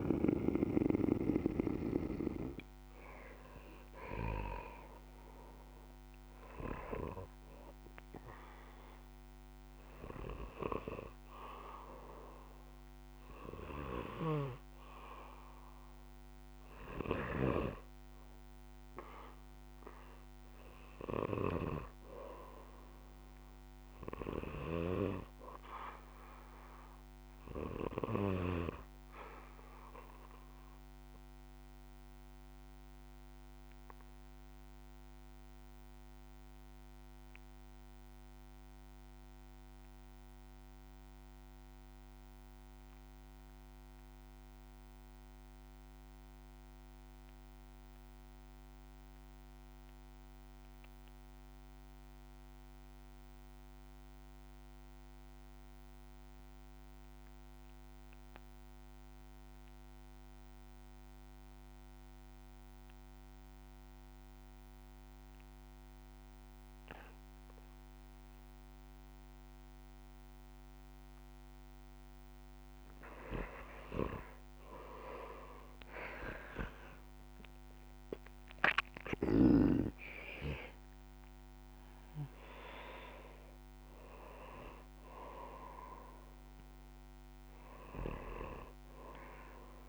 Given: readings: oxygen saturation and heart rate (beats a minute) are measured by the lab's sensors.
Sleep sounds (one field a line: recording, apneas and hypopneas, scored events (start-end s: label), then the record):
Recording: breathing in sleep by a microphone on the trachea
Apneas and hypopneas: 1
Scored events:
0.00-1.00 s: snoring (device-marked)
0.00-11.50 s: oxygen desaturation (device-marked, oxygen 81% lowest, heart rate 59 extreme)
14.00-25.00 s: snoring (device-marked)
15.00-19.50 s: arousal
31.50-72.00 s: obstructive apnea (oxygen 98% before, 79% lowest, heart rate 68 before, 57 extreme, up 13 after)
46.50-89.89 s: oxygen desaturation (device-marked, oxygen 97% before, 79% lowest, heart rate 63 before, 59 extreme)
73.50-78.50 s: arousal
From the record:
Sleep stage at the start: REM sleep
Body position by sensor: on the back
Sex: male